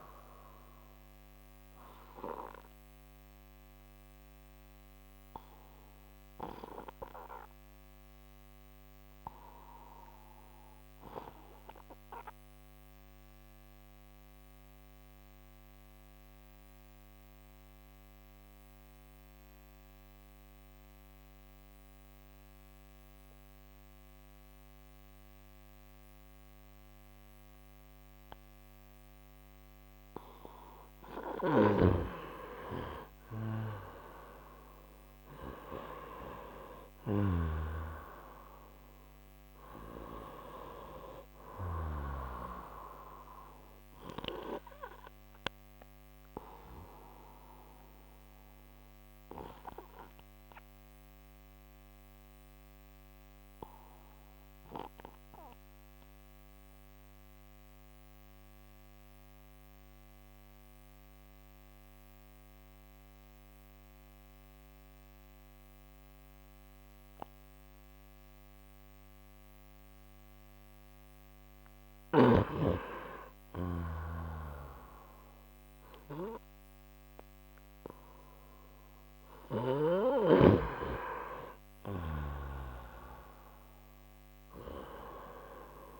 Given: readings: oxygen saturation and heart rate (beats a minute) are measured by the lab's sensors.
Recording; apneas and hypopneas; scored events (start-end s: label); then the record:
breathing in sleep by a microphone on the trachea; 2
0.00-19.00 s: oxygen desaturation (device-marked, oxygen 90% lowest, heart rate 57 extreme)
0.50-31.50 s: obstructive apnea (oxygen 97% before, 89% lowest, heart rate 67 before, 57 extreme, up 8 after)
31.50-42.50 s: snoring (device-marked)
33.00-36.50 s: arousal
33.00-63.00 s: oxygen desaturation (device-marked, oxygen 96% before, 89% lowest, heart rate 61 before, 58 extreme)
45.50-72.00 s: obstructive apnea (oxygen 97% before, 89% lowest, heart rate 66 before, 58 extreme, up 7 after)
73.50-78.50 s: arousal
78.00-86.00 s: oxygen desaturation (device-marked, oxygen 96% before, 90% lowest, heart rate 62 before, 58 extreme)
From the record:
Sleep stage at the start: N2 (light sleep); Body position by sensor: on the right side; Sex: male